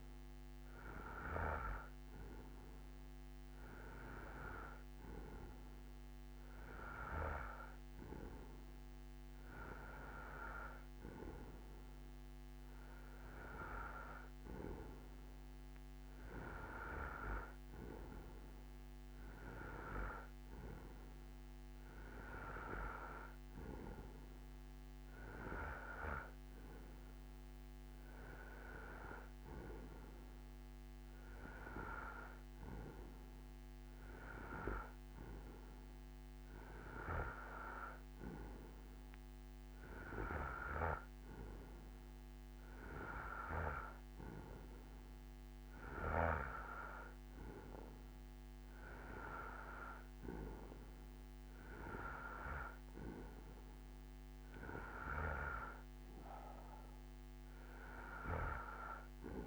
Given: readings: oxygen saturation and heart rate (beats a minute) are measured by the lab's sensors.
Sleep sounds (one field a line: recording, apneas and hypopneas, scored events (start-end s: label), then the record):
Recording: breathing in sleep by a microphone on the trachea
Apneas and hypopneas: none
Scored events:
14.00-17.00 s: bradycardia (device-marked, heart rate 68 before, 61 extreme)
20.00-26.00 s: bradycardia (device-marked, heart rate 68 before, 57 extreme)
41.00-59.47 s: bradycardia (device-marked, heart rate 68 before, 26 extreme)
From the record:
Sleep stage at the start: N2 (light sleep)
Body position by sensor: on the right side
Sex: male